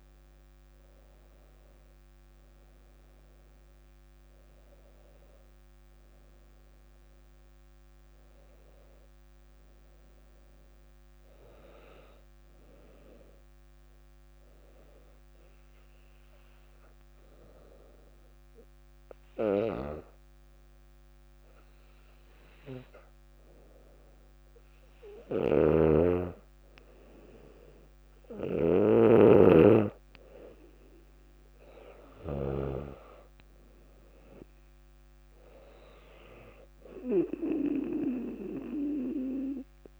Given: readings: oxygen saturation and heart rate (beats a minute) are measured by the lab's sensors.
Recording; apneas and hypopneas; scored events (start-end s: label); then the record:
breathing in sleep by a microphone on the trachea; 1
14.00-25.00 s: obstructive apnea (oxygen 97% before, 95% lowest, heart rate 64 before, 59 extreme, up 2 after)
25.50-33.00 s: snoring (device-marked)
29.50-33.50 s: arousal
29.50-40.00 s: new sleep stage, N2 (light sleep)
32.50-40.00 s: oxygen desaturation (device-marked, oxygen 98% before, 95% lowest, heart rate 60 before, 59 extreme)
From the record:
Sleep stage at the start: N1 (lightest sleep); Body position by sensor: on the back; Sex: female